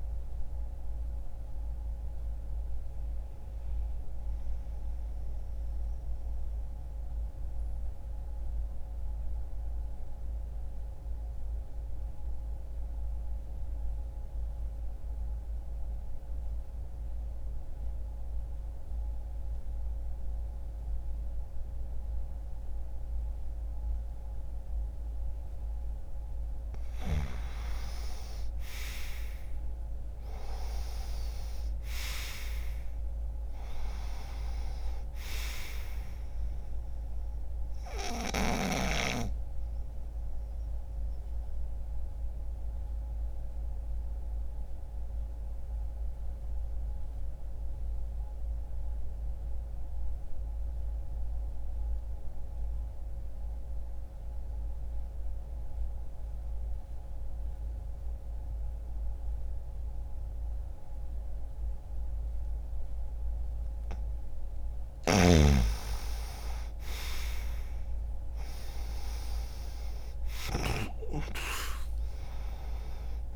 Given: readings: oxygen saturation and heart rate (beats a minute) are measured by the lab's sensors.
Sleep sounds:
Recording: breathing in sleep by a room microphone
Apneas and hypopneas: 2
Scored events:
5.50-25.50 s: mixed apnea (oxygen 95% before, 87% lowest, heart rate 65 before, 60 extreme, up 0 after)
7.50-22.50 s: oxygen desaturation (device-marked, oxygen 93% before, 87% lowest, heart rate 65 before, 60 extreme)
27.00-31.00 s: arousal
39.50-63.50 s: mixed apnea (oxygen 98% before, 90% lowest, heart rate 60 before, 60 extreme, up 1 after)
49.50-61.50 s: oxygen desaturation (device-marked, oxygen 95% before, 90% lowest, heart rate 60 before, 60 extreme)
65.50-71.00 s: arousal
70.50-73.36 s: oxygen desaturation (device-marked, oxygen 97% before, 93% lowest, heart rate 62 before, 60 extreme)
From the record:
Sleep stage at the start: N2 (light sleep)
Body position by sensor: on the back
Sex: male

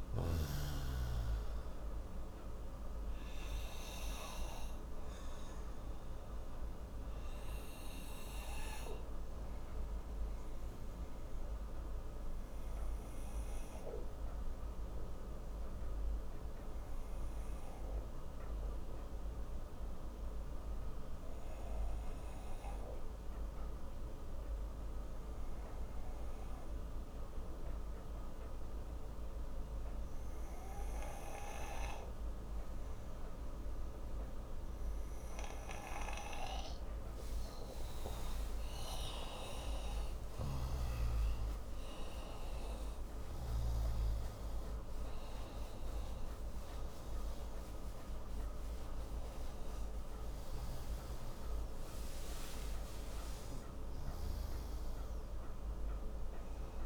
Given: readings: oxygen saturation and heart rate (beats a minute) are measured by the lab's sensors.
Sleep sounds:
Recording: breathing in sleep by a room microphone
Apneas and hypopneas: 1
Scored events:
0.00-23.00 s: oxygen desaturation (device-marked, oxygen 91% lowest)
3.50-37.50 s: obstructive apnea (oxygen 98% before, 91% lowest)
39.50-44.00 s: arousal
52.00-56.86 s: oxygen desaturation (device-marked, oxygen 95% before, 92% lowest)
From the record:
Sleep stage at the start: N2 (light sleep)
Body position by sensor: on the right side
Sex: male

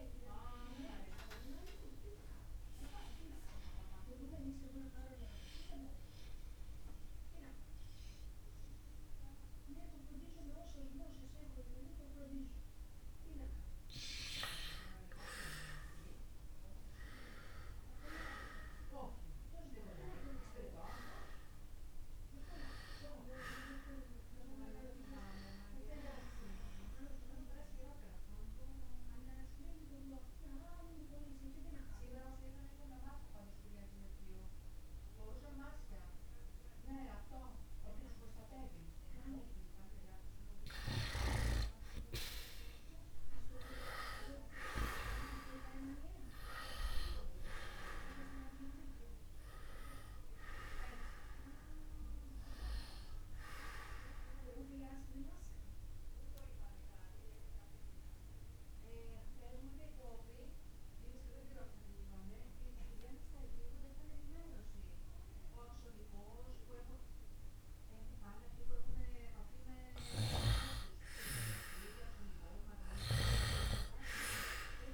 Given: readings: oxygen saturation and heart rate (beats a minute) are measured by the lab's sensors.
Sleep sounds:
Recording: breathing in sleep by a room microphone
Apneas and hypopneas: 3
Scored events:
0.00-6.50 s: oxygen desaturation (device-marked, oxygen 93% lowest, heart rate 68 extreme)
1.00-14.50 s: hypopnea (oxygen 99% before, 90% lowest, heart rate 71 before, 68 extreme)
16.00-20.00 s: arousal
18.50-74.94 s: new sleep stage, N2 (light sleep)
22.50-33.50 s: oxygen desaturation (device-marked, oxygen 98% before, 93% lowest, heart rate 71 before, 65 extreme)
28.50-43.00 s: obstructive apnea (oxygen 98% before, 90% lowest, heart rate 70 before, 65 extreme, up 2 after)
44.50-48.00 s: arousal
46.50-64.50 s: oxygen desaturation (device-marked, oxygen 97% before, 90% lowest, heart rate 69 before, 64 extreme)
55.00-69.00 s: obstructive apnea (oxygen 97% before, 87% lowest, heart rate 68 before, 64 extreme)
70.00-74.94 s: snoring (device-marked)
71.00-74.50 s: arousal
From the record:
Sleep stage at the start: N1 (lightest sleep)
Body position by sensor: on the right side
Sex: male

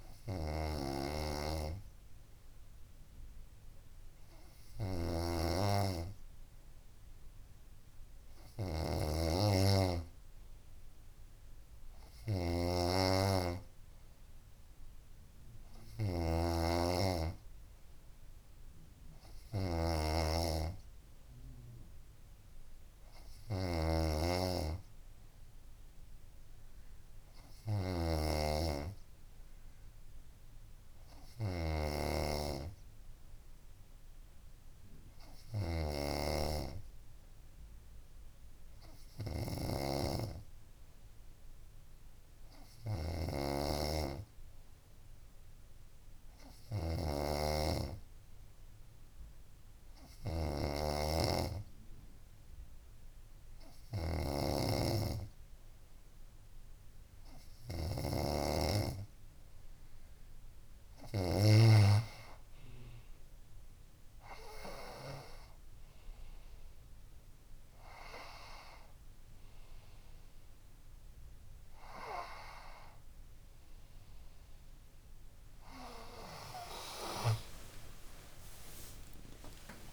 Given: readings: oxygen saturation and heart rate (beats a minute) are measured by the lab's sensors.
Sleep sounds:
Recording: breathing in sleep by a room microphone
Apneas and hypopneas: none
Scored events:
0.00-62.00 s: snoring (device-marked)
76.00-78.00 s: long interval between heartbeats (device-marked, heart rate 72 before, 74 extreme)
From the record:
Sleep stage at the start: N3 (deep sleep)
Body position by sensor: on the front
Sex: female

